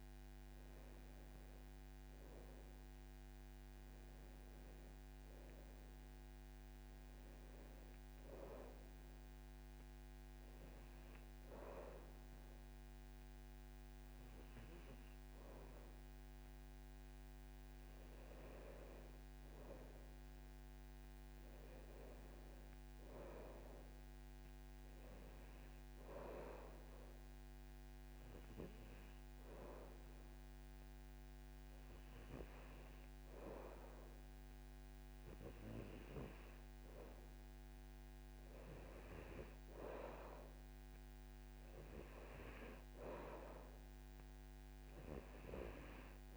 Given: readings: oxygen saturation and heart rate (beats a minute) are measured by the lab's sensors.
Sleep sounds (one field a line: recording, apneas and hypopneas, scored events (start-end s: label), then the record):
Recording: breathing in sleep by a microphone on the trachea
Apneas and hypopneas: 1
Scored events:
25.50-37.00 s: hypopnea (oxygen 96% before, 92% lowest, heart rate 149 before, 74 extreme, up 0 after)
39.50-42.50 s: arousal
From the record:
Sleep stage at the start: N2 (light sleep)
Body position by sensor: on the back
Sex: male